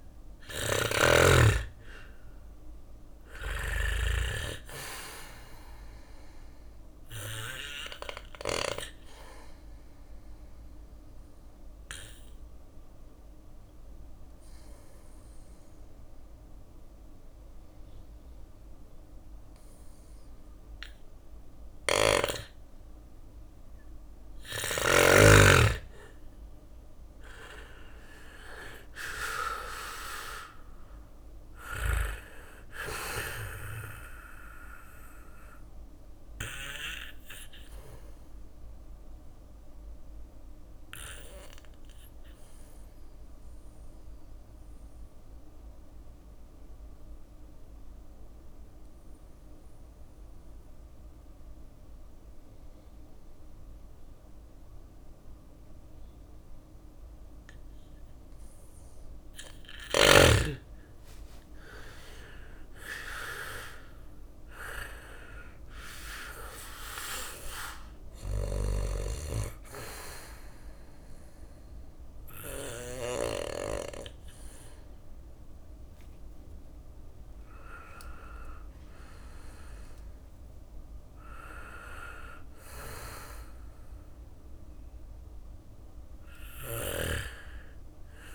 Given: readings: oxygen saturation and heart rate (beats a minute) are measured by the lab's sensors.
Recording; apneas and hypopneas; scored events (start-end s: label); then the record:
breathing in sleep by a room microphone; 2
0.00-2.50 s: arousal
0.00-7.50 s: snoring (device-marked)
3.50-17.50 s: oxygen desaturation (device-marked, oxygen 99% before, 94% lowest, heart rate 60 before, 55 extreme)
6.50-20.50 s: bradycardia (device-marked, heart rate 60 before, 58 extreme)
7.00-22.00 s: obstructive apnea (oxygen 99% before, 92% lowest, heart rate 60 before, 55 extreme, up 9 after)
20.50-24.00 s: snoring (device-marked)
27.00-31.00 s: arousal
27.50-41.50 s: drop in pulse transit time (device-marked, heart rate 59 before, 55 extreme)
32.50-48.50 s: bradycardia (device-marked, heart rate 60 before, 55 extreme)
34.50-45.50 s: oxygen desaturation (device-marked, oxygen 97% before, 93% lowest, heart rate 61 before, 55 extreme)
35.50-57.50 s: obstructive apnea (oxygen 98% before, 92% lowest, heart rate 61 before, 55 extreme, up 7 after)
59.50-63.50 s: arousal
61.50-69.50 s: drop in pulse transit time (device-marked, heart rate 59 before, 62 extreme)
67.50-72.50 s: snoring (device-marked)
68.50-88.35 s: oxygen desaturation (device-marked, oxygen 99% before, 92% lowest, heart rate 61 before, 59 extreme)
70.50-73.50 s: bradycardia (device-marked, heart rate 60 before, 60 extreme)
74.50-78.50 s: arousal
78.50-88.35 s: drop in pulse transit time (device-marked, heart rate 62 before, 61 extreme)
85.00-87.00 s: long interval between heartbeats (device-marked, heart rate 62 before, 71 extreme)
From the record:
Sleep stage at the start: N2 (light sleep); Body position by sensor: on the back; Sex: male